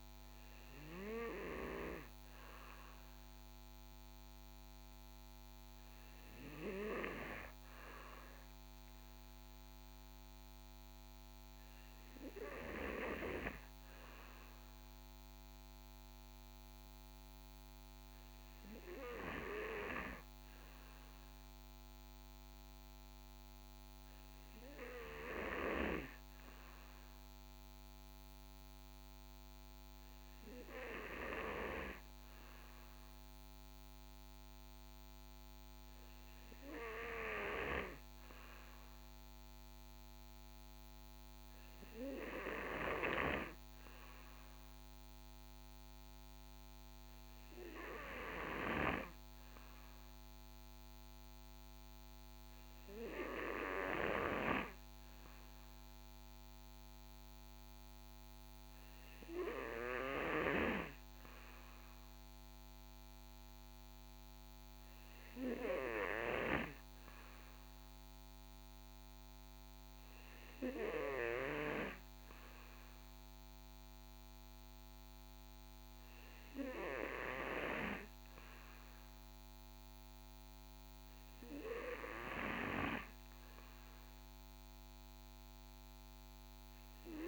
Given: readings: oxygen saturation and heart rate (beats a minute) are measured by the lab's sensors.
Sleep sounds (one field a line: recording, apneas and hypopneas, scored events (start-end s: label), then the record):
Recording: breathing in sleep by a microphone on the trachea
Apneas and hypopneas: none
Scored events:
none scored
From the record:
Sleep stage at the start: N2 (light sleep)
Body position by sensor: on the back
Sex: male